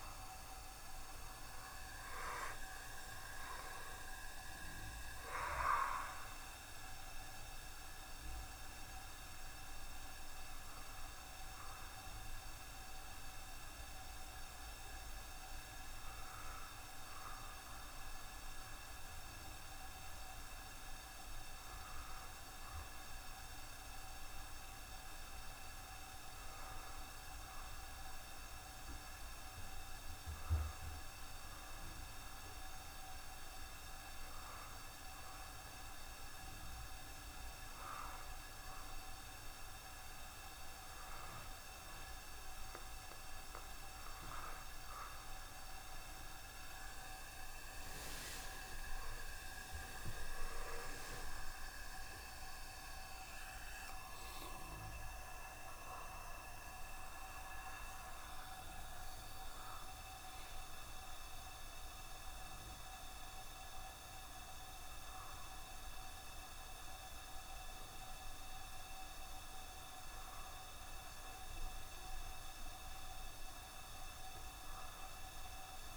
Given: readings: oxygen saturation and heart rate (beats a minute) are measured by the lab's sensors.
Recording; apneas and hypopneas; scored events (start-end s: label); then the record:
a person partly awake in a sleep study, hard to hear, by a room microphone; 1
0.00-4.00 s: arousal
24.00-38.00 s: obstructive apnea (oxygen 93% before, 91% lowest, heart rate 70 before, 68 extreme, up 2 after)
40.50-75.97 s: new sleep stage, awake
41.50-62.50 s: oxygen desaturation (device-marked, oxygen 95% before, 91% lowest, heart rate 69 before, 67 extreme)
51.00-53.00 s: long interval between heartbeats (device-marked, heart rate 70 before, 91 extreme)
58.50-60.50 s: long interval between heartbeats (device-marked, heart rate 78 before, 81 extreme)
From the record:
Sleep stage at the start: N1 (lightest sleep); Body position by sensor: on the back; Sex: male